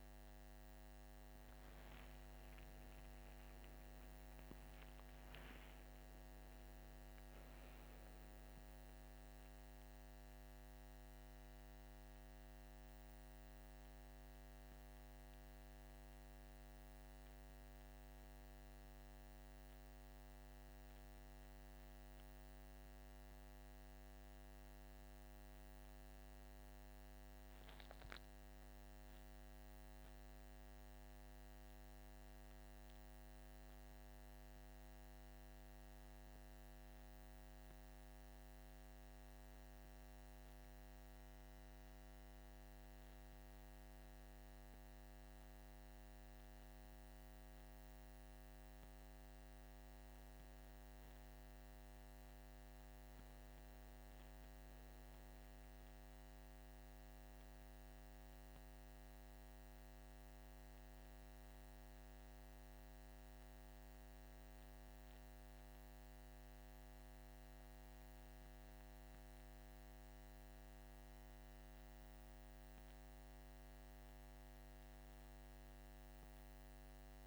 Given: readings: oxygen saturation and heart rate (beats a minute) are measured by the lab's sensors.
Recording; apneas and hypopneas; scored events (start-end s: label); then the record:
breathing in sleep, hard to hear, by a microphone on the trachea; none
1.00-4.50 s: arousal
From the record:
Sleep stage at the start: N1 (lightest sleep); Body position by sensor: on the back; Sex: male